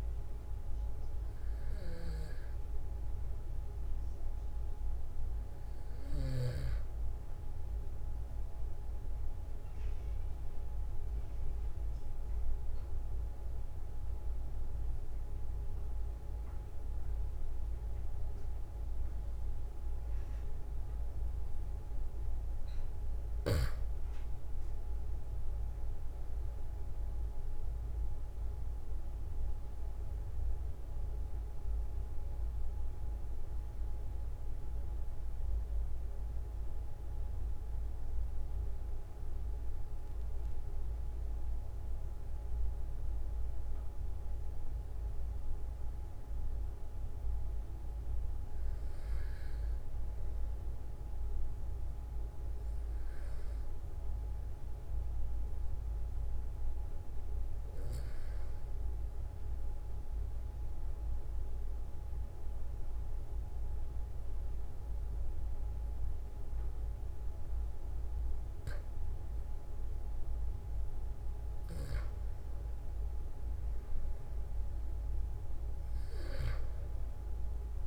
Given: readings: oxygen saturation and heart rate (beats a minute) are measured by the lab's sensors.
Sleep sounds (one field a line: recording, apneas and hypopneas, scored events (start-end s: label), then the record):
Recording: breathing in sleep, hard to hear, by a room microphone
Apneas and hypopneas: 2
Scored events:
8.50-22.00 s: obstructive apnea (oxygen 94% before, 90% lowest, heart rate 46 before, 44 extreme, up 2 after)
24.00-28.50 s: arousal
31.00-58.00 s: oxygen desaturation (device-marked, oxygen 94% before, 90% lowest, heart rate 46 before, 42 extreme)
60.00-72.00 s: mixed apnea (oxygen 96% before, 93% lowest, heart rate 44 before, 43 extreme, up 3 after)
75.00-77.87 s: arousal
From the record:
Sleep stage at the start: N2 (light sleep)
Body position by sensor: on the back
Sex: male